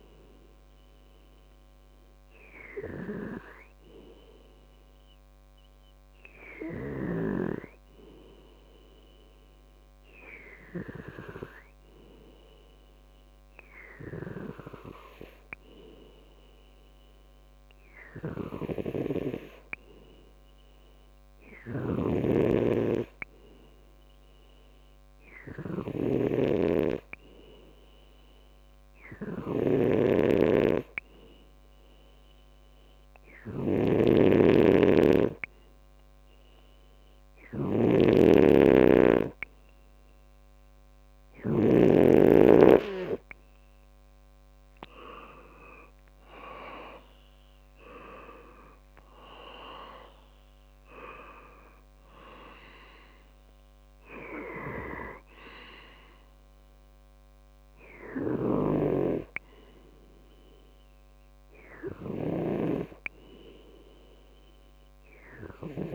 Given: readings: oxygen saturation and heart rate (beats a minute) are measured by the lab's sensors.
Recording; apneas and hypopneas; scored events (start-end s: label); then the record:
breathing in sleep by a microphone on the trachea; 1
0.00-12.00 s: oxygen desaturation (device-marked, oxygen 91% lowest, heart rate 63 extreme)
3.00-33.00 s: hypopnea (oxygen 97% before, 92% lowest, heart rate 71 before, 63 extreme, up 3 after)
34.00-42.00 s: snoring (device-marked)
36.00-40.50 s: arousal
40.00-65.95 s: oxygen desaturation (device-marked, oxygen 97% before, 92% lowest, heart rate 65 before, 65 extreme)
From the record:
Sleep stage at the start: N2 (light sleep); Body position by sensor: on the back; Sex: male